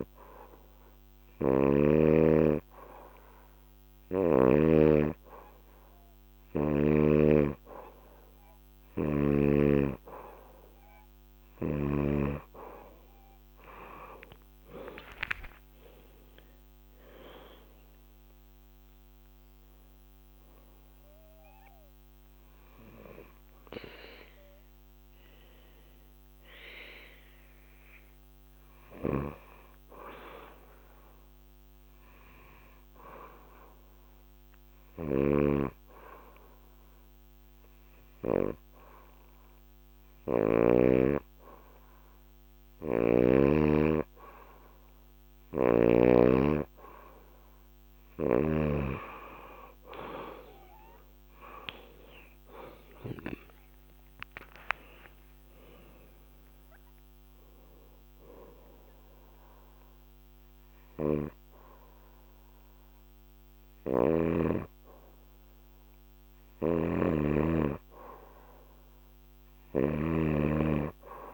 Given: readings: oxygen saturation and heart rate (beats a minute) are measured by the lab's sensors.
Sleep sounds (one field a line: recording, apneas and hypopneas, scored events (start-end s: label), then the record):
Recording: breathing in sleep by a microphone on the trachea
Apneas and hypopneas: 1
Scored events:
15.50-21.00 s: arousal
28.50-40.50 s: snoring (device-marked)
33.50-44.00 s: hypopnea (oxygen 95% before, 91% lowest, heart rate 76 before, 66 extreme, up 6 after)
45.00-48.50 s: snoring (device-marked)
48.00-67.00 s: oxygen desaturation (device-marked, oxygen 95% before, 91% lowest, heart rate 72 before, 66 extreme)
51.00-55.50 s: arousal
60.50-64.00 s: snoring (device-marked)
66.00-71.34 s: snoring (device-marked)
From the record:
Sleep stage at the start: N2 (light sleep)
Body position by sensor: on the back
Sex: female